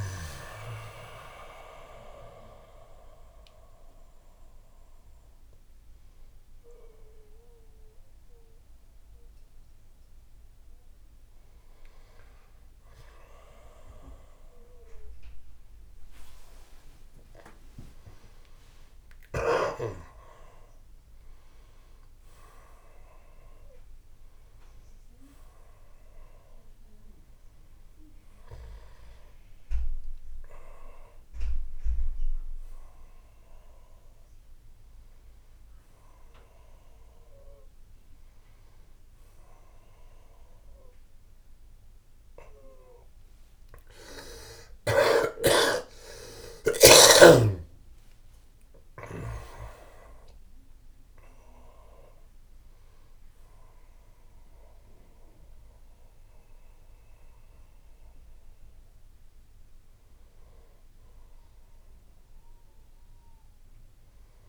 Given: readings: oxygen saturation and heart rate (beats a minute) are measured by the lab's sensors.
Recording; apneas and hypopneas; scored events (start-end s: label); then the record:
a person awake in a sleep study, by a room microphone; none
none scored
From the record:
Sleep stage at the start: awake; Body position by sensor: on the back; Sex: male